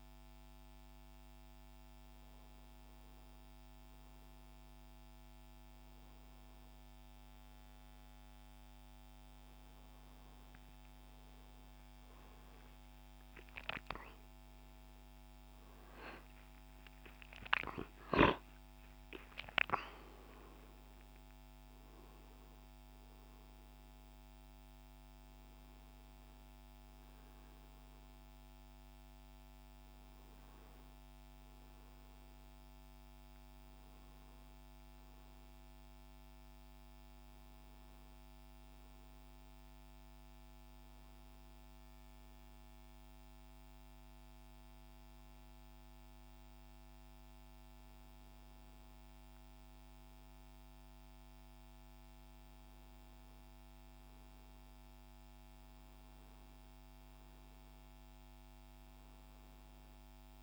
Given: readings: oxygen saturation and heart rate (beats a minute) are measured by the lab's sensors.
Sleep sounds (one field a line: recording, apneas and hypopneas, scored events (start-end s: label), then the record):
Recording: breathing in sleep by a microphone on the trachea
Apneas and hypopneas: none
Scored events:
15.50-20.00 s: arousal
From the record:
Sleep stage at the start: N2 (light sleep)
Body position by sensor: on the back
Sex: male